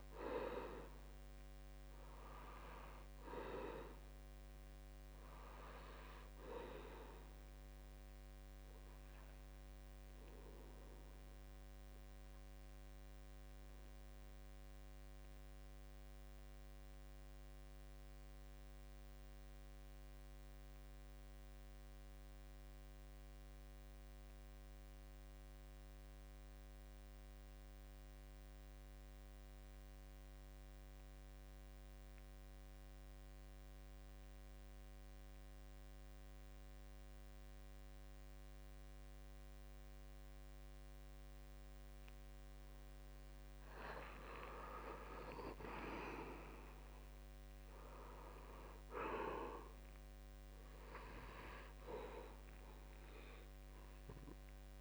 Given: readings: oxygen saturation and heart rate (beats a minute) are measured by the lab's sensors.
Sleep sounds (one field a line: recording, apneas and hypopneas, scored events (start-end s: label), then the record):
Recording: breathing in sleep by a microphone on the trachea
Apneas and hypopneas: 1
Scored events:
0.00-20.00 s: oxygen desaturation (device-marked, oxygen 83% lowest, heart rate 68 extreme)
9.50-41.50 s: obstructive apnea (oxygen 95% before, 81% lowest, heart rate 73 before, 66 extreme, up 4 after)
36.00-54.81 s: oxygen desaturation (device-marked, oxygen 96% before, 81% lowest, heart rate 70 before, 66 extreme)
45.50-49.00 s: arousal
From the record:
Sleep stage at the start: N2 (light sleep)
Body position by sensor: on the back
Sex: male